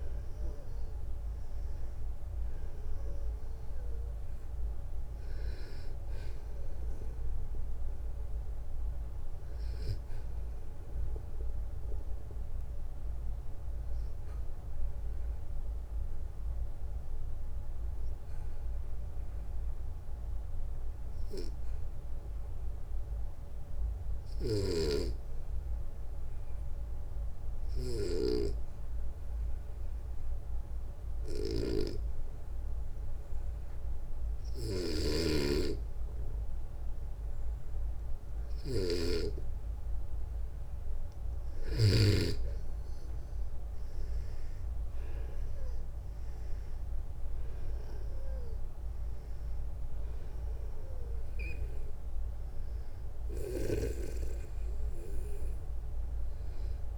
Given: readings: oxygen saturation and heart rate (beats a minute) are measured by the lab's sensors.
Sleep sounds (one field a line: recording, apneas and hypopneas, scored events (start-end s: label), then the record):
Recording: breathing in sleep by a room microphone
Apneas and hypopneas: 1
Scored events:
0.00-1.00 s: arousal
12.50-40.50 s: obstructive apnea (oxygen 96% before, 91% lowest, heart rate 65 before, 58 extreme, up 5 after)
24.00-41.50 s: snoring (device-marked)
44.50-48.50 s: arousal
52.50-56.50 s: snoring (device-marked)
From the record:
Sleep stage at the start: N2 (light sleep)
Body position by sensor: on the back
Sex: male